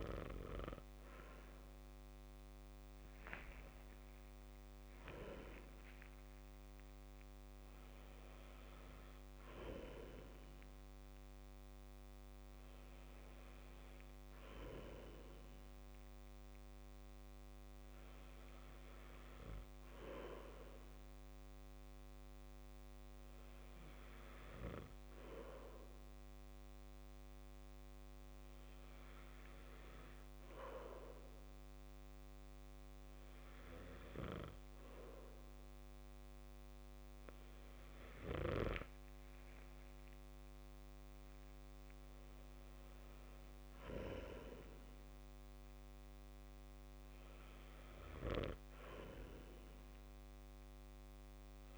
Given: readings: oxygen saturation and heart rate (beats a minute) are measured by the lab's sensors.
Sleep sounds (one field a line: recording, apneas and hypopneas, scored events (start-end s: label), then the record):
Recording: breathing in sleep by a microphone on the trachea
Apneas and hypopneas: none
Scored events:
none scored
From the record:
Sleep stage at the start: N2 (light sleep)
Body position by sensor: on the back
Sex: male